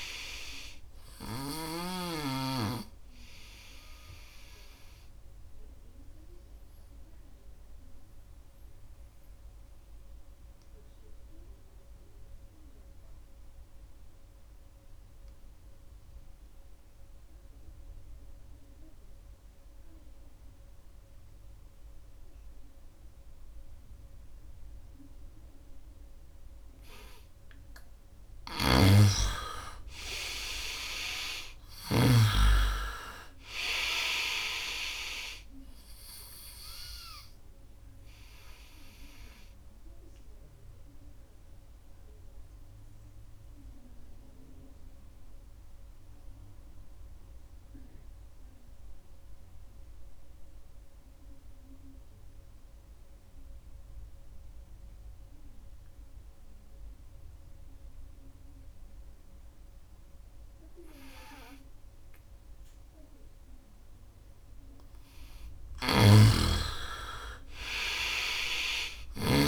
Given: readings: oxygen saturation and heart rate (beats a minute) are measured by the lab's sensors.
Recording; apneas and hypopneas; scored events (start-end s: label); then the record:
breathing in sleep by a room microphone; 2
0.00-1.50 s: snoring (device-marked)
0.00-20.50 s: oxygen desaturation (device-marked, oxygen 85% lowest, heart rate 62 extreme)
6.50-26.50 s: obstructive apnea (oxygen 99% before, 85% lowest, heart rate 73 before, 62 extreme, up 5 after)
22.50-53.50 s: oxygen desaturation (device-marked, oxygen 98% before, 86% lowest, heart rate 68 before, 65 extreme)
28.00-32.00 s: snoring (device-marked)
29.50-33.50 s: arousal
38.50-64.50 s: obstructive apnea (oxygen 98% before, 83% lowest, heart rate 71 before, 65 extreme, up 6 after)
62.50-69.48 s: oxygen desaturation (device-marked, oxygen 98% before, 83% lowest, heart rate 69 before, 66 extreme)
65.50-69.48 s: snoring (device-marked)
67.00-69.48 s: arousal
From the record:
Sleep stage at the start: N2 (light sleep); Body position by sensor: on the right side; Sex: male